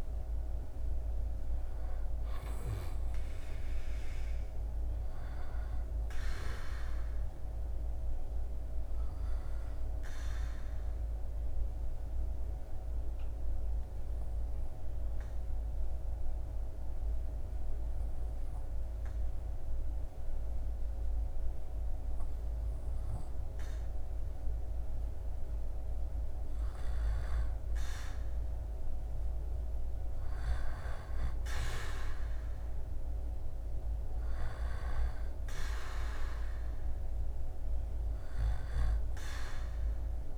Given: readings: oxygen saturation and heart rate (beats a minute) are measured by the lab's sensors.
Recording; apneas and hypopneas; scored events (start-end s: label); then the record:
breathing in sleep by a room microphone; 1
10.50-25.50 s: obstructive apnea (oxygen 98% before, 95% lowest, heart rate 79 before, 68 extreme, up 5 after)
28.00-32.50 s: arousal
33.00-40.38 s: oxygen desaturation (device-marked, oxygen 99% before, 95% lowest, heart rate 75 before, 68 extreme)
From the record:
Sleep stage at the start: N2 (light sleep); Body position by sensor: on the back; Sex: male